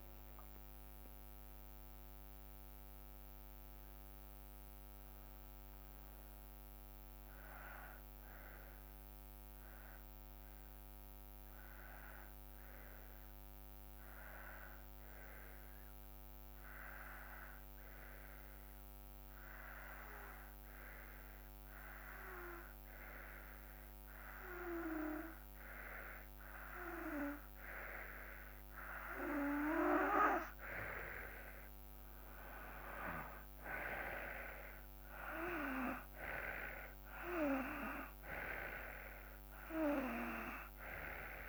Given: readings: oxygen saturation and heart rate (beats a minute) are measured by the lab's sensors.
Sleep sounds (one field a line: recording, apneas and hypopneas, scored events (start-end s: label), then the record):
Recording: breathing in sleep by a microphone on the trachea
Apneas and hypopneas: 1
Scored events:
9.50-27.50 s: hypopnea (oxygen 94% before, 90% lowest, heart rate 59 before, 53 extreme, up 6 after)
28.50-41.49 s: oxygen desaturation (device-marked, oxygen 96% before, 90% lowest, heart rate 54 before, 54 extreme)
29.50-33.50 s: arousal
From the record:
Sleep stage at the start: N2 (light sleep)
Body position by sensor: on the back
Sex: male